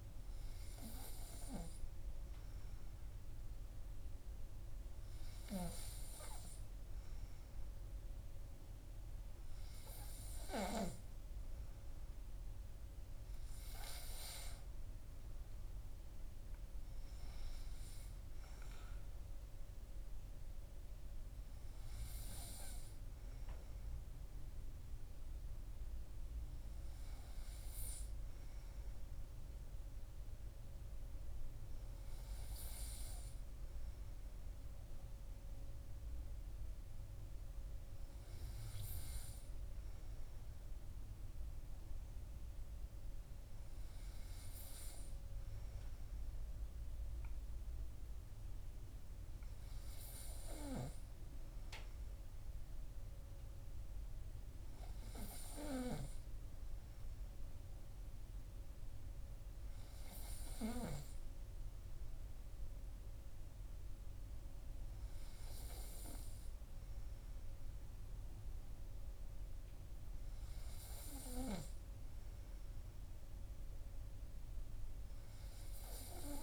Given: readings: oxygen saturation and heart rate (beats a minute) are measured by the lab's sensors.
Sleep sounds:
breathing in sleep by a room microphone; none
none scored
From the record:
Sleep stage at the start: N2 (light sleep); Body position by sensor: on the right side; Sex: male

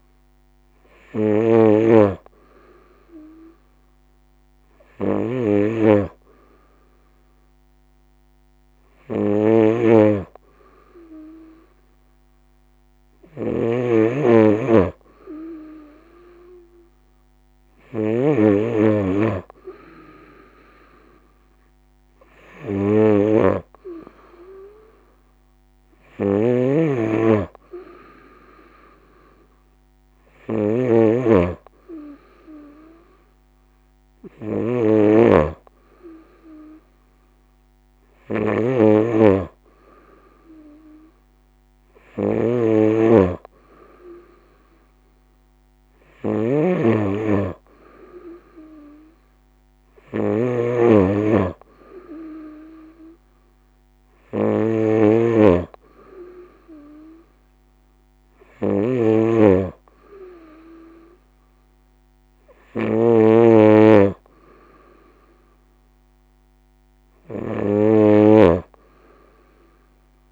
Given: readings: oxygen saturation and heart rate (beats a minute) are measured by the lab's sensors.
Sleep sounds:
breathing in sleep by a microphone on the trachea; none
0.00-70.32 s: snoring (device-marked)
From the record:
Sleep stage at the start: N2 (light sleep); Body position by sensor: on the right side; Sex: female

